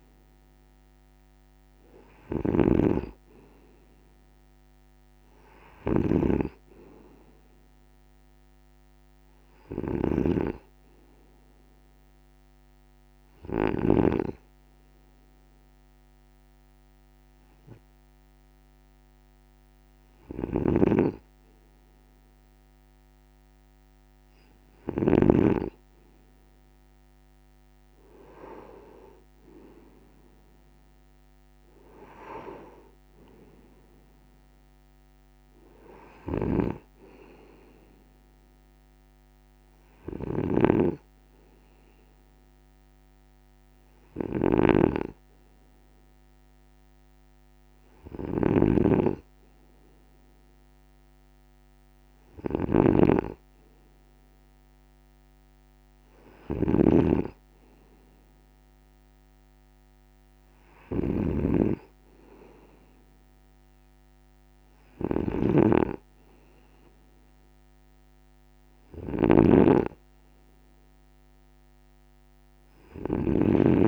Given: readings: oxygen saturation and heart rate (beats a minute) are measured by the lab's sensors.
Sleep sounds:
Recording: breathing in sleep by a microphone on the trachea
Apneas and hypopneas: 1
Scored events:
0.00-13.50 s: snoring (device-marked)
13.00-23.00 s: hypopnea (oxygen 97% before, 95% lowest, heart rate 55 before, 52 extreme, up 4 after)
20.00-25.00 s: snoring (device-marked)
26.00-29.00 s: arousal
36.00-73.88 s: snoring (device-marked)
From the record:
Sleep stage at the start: N2 (light sleep)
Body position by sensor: on the right side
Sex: male

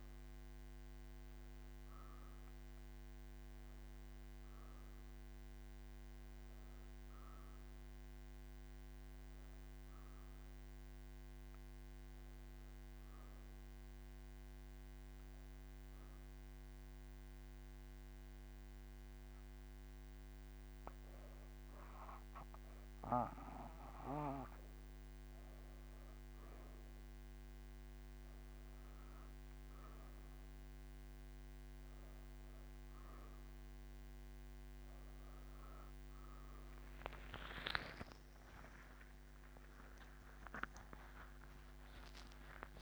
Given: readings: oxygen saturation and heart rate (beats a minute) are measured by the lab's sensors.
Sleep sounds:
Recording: breathing in sleep by a microphone on the trachea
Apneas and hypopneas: 1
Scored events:
15.50-25.50 s: hypopnea (oxygen 98% before, 95% lowest)
From the record:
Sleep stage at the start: N2 (light sleep)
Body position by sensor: on the right side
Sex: female

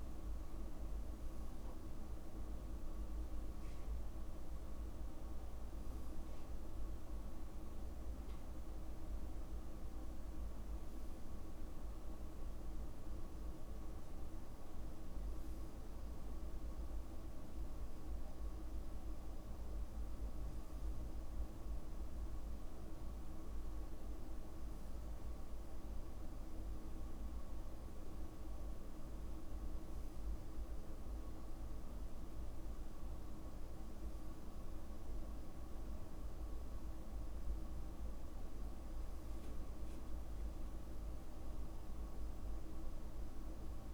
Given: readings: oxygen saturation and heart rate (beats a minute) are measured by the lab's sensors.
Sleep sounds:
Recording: breathing in sleep, hard to hear, by a room microphone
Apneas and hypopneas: none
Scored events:
21.50-23.50 s: long interval between heartbeats (device-marked, heart rate 53 before, 56 extreme)
31.50-33.50 s: long interval between heartbeats (device-marked, heart rate 53 before, 56 extreme)
40.00-42.00 s: long interval between heartbeats (device-marked, heart rate 47 before, 29 extreme)
From the record:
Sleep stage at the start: N2 (light sleep)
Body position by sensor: on the back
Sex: male

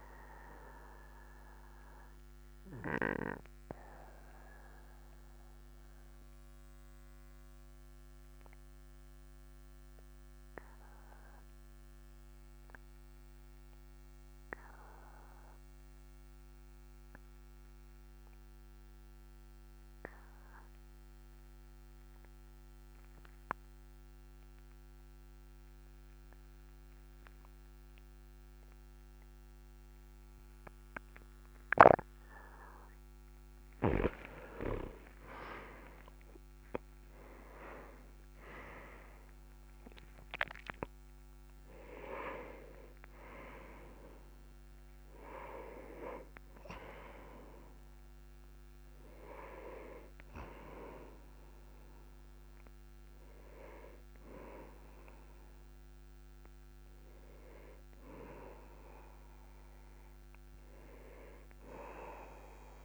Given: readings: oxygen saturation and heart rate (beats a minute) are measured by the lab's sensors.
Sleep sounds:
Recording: breathing in sleep by a microphone on the trachea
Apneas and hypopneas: 1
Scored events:
0.50-32.50 s: obstructive apnea (oxygen 99% before, 93% lowest, heart rate 46 before, 36 extreme, up 11 after)
35.50-40.00 s: arousal
61.50-62.85 s: arousal
From the record:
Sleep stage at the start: N2 (light sleep)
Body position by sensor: on the back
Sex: male

